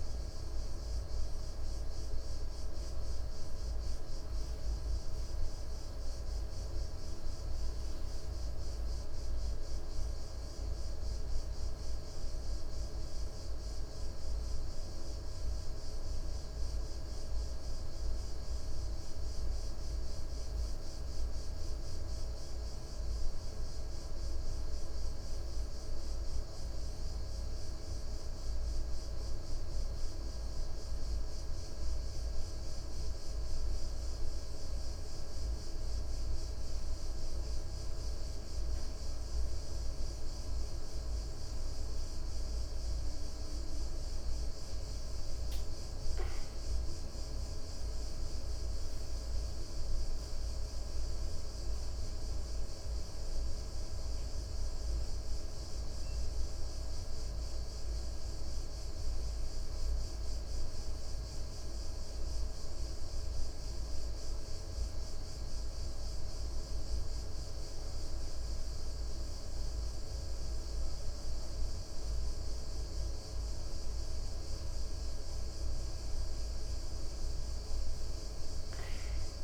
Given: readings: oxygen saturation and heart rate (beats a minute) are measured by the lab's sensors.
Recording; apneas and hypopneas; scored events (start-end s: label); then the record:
breathing in sleep, hard to hear, by a room microphone; 1
20.50-24.50 s: arousal
20.50-79.44 s: new sleep stage, N2 (light sleep)
32.50-46.50 s: hypopnea (oxygen 96% before, 94% lowest, heart rate 69 before, 63 extreme, up 5 after)
48.50-52.00 s: arousal
From the record:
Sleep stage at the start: N1 (lightest sleep); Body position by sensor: on the right side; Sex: male